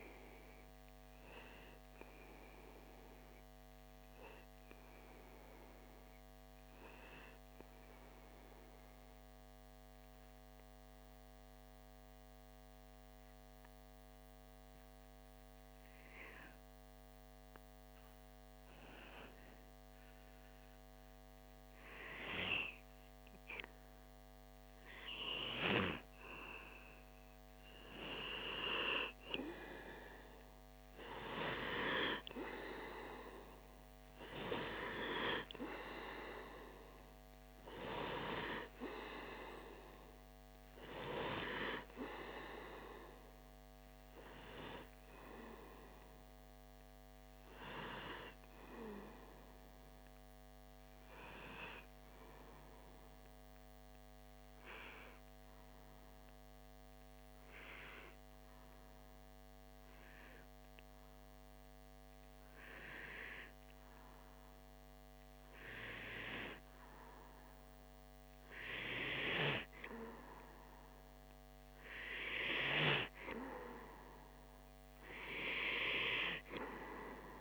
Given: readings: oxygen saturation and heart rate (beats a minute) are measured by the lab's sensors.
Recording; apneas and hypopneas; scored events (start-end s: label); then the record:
breathing in sleep by a microphone on the trachea; 2
2.50-23.50 s: obstructive apnea (oxygen 97% before, 93% lowest)
26.50-30.00 s: arousal
50.50-64.50 s: obstructive apnea (oxygen 97% before, 93% lowest)
67.00-71.50 s: arousal
From the record:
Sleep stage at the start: N2 (light sleep); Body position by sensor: on the back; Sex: male